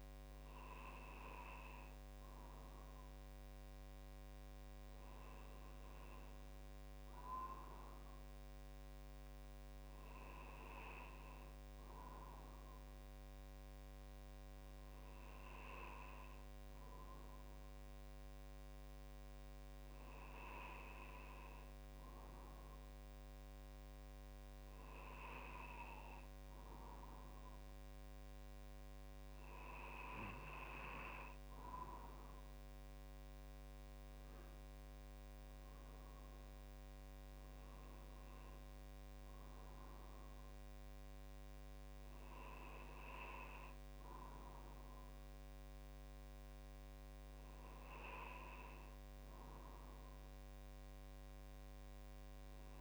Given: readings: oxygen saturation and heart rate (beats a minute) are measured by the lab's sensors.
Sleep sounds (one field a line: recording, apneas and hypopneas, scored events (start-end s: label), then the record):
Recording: breathing in sleep by a microphone on the trachea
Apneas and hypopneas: none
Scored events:
none scored
From the record:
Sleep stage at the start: N2 (light sleep)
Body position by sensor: on the right side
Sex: male